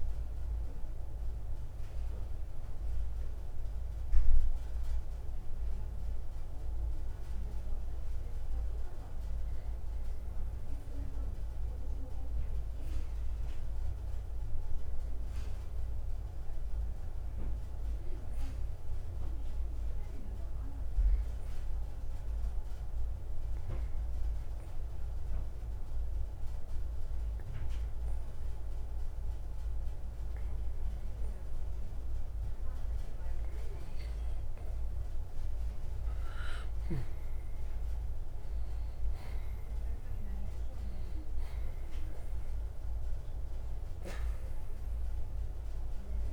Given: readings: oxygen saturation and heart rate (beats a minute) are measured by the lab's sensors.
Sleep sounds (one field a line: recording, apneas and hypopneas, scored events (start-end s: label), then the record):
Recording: breathing in sleep, hard to hear, by a room microphone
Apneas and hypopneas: 1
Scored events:
9.50-20.50 s: oxygen desaturation (device-marked, oxygen 96% before, 91% lowest, heart rate 61 before, 59 extreme)
15.50-34.00 s: obstructive apnea (oxygen 96% before, 90% lowest, heart rate 60 before, 58 extreme, up 5 after)
35.00-39.00 s: arousal
From the record:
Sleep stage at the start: N2 (light sleep)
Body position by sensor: on the right side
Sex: male